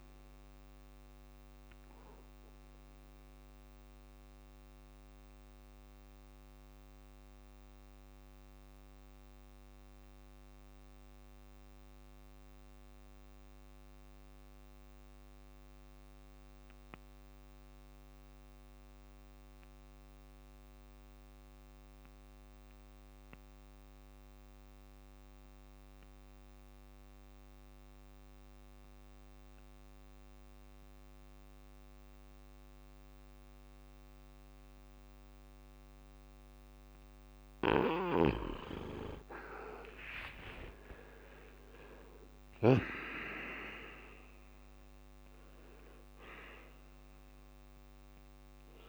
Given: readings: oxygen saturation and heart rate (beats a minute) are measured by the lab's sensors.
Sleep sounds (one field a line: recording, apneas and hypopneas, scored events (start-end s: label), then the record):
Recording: breathing in sleep by a microphone on the trachea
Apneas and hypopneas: 1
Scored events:
0.00-13.50 s: oxygen desaturation (device-marked, oxygen 83% lowest, heart rate 65 extreme)
1.50-34.00 s: obstructive apnea (oxygen 98% before, 80% lowest, heart rate 77 before, 65 extreme, up 51 after)
25.50-48.89 s: oxygen desaturation (device-marked, oxygen 99% before, 80% lowest, heart rate 65 before, 65 extreme)
38.50-43.00 s: arousal
From the record:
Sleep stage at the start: N2 (light sleep)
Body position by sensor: on the back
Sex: male